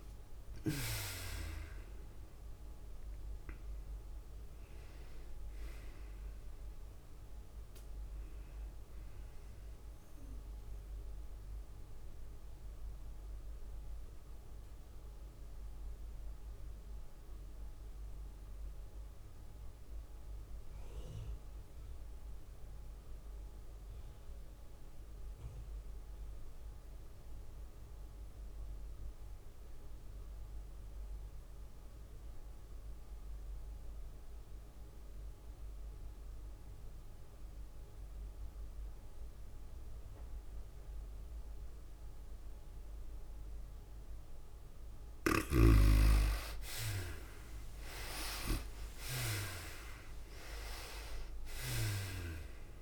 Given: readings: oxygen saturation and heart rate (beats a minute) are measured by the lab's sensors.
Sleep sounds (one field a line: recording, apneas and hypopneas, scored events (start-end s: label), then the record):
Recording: breathing in sleep by a room microphone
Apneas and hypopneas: 1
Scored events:
0.00-15.00 s: tachycardia (device-marked, heart rate 106 extreme)
0.00-23.00 s: oxygen desaturation (device-marked, oxygen 75% lowest, heart rate 91 extreme)
2.00-15.00 s: drop in pulse transit time (device-marked, heart rate 98 before, 102 extreme)
13.00-45.00 s: obstructive apnea (oxygen 98% before, 69% lowest, heart rate 102 before, 91 extreme, up 13 after)
15.50-17.50 s: long interval between heartbeats (device-marked, heart rate 103 before, 102 extreme)
28.00-52.82 s: oxygen desaturation (device-marked, oxygen 98% before, 70% lowest, heart rate 101 before, 91 extreme)
47.50-51.00 s: arousal
49.00-52.82 s: drop in pulse transit time (device-marked, heart rate 94 before, 97 extreme)
49.00-52.82 s: tachycardia (device-marked, heart rate 105 before, 108 extreme)
From the record:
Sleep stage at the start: N2 (light sleep)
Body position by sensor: on the back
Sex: female